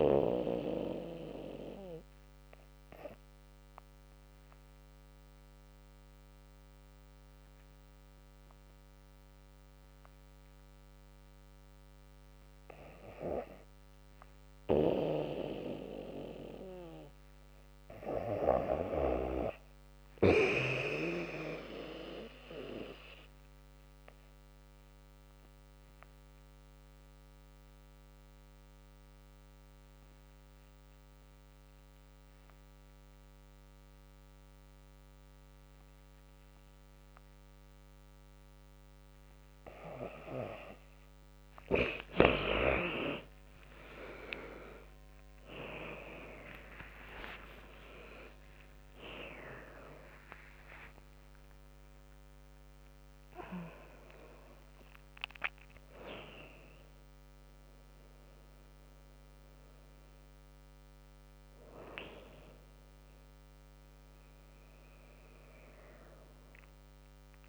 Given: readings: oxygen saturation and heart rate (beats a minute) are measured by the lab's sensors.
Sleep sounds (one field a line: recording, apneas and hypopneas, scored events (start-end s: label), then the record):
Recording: breathing in sleep by a microphone on the trachea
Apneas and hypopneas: 2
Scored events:
0.00-12.00 s: drop in pulse transit time (device-marked, heart rate 77 extreme)
0.00-21.00 s: oxygen desaturation (device-marked, oxygen 79% lowest, heart rate 72 extreme)
3.00-13.00 s: obstructive apnea (oxygen 97% before, 79% lowest, heart rate 74 before, 78 extreme, up 2 after)
15.50-18.50 s: arousal
23.00-39.00 s: oxygen desaturation (device-marked, oxygen 87% before, 80% lowest, heart rate 81 before, 81 extreme)
24.00-38.00 s: obstructive apnea (oxygen 91% before, 80% lowest, heart rate 82 before, 81 extreme, up 22 after)
41.50-43.50 s: long interval between heartbeats (device-marked, heart rate 86 before, 89 extreme)
41.50-46.50 s: arousal
42.00-51.00 s: tachycardia (device-marked, heart rate 80 before, 118 extreme)
46.00-48.00 s: long interval between heartbeats (device-marked, heart rate 88 before, 113 extreme)
46.00-60.00 s: drop in pulse transit time (device-marked, heart rate 88 before, 100 extreme)
49.00-67.49 s: new sleep stage, N1 (lightest sleep)
54.00-58.00 s: tachycardia (device-marked, heart rate 81 before, 101 extreme)
57.00-67.49 s: oxygen desaturation (device-marked, oxygen 91% before, 80% lowest, heart rate 100 before, 73 extreme)
From the record:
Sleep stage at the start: REM sleep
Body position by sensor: on the back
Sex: female